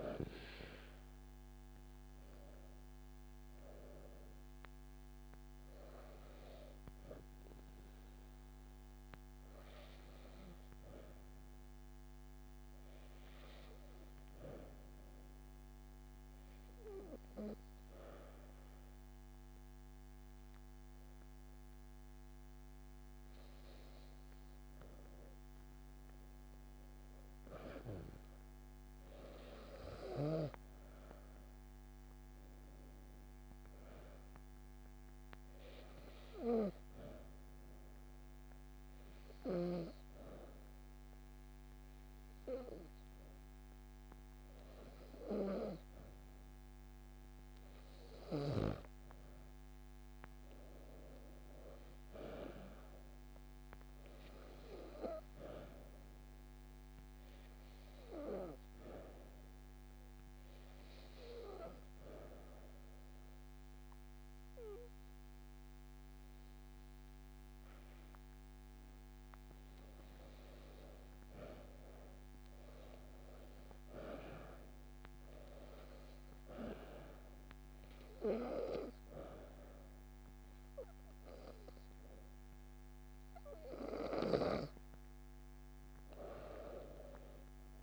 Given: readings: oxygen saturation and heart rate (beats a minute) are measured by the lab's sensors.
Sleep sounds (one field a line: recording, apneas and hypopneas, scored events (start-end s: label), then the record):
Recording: breathing in sleep by a microphone on the trachea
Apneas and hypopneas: 3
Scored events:
3.00-17.00 s: oxygen desaturation (device-marked, oxygen 95% before, 92% lowest)
11.00-23.50 s: obstructive apnea (oxygen 96% before, 90% lowest)
25.50-29.00 s: arousal
29.00-49.00 s: oxygen desaturation (device-marked, oxygen 96% before, 90% lowest)
35.50-47.50 s: hypopnea (oxygen 96% before, 90% lowest)
49.50-54.00 s: arousal
54.00-66.00 s: oxygen desaturation (device-marked, oxygen 96% before, 93% lowest)
59.50-69.50 s: obstructive apnea (oxygen 96% before, 90% lowest)
76.00-87.83 s: oxygen desaturation (device-marked, oxygen 95% before, 90% lowest)
From the record:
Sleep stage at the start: N2 (light sleep)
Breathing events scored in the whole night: 138 in 5.5 hours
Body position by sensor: on the back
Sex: female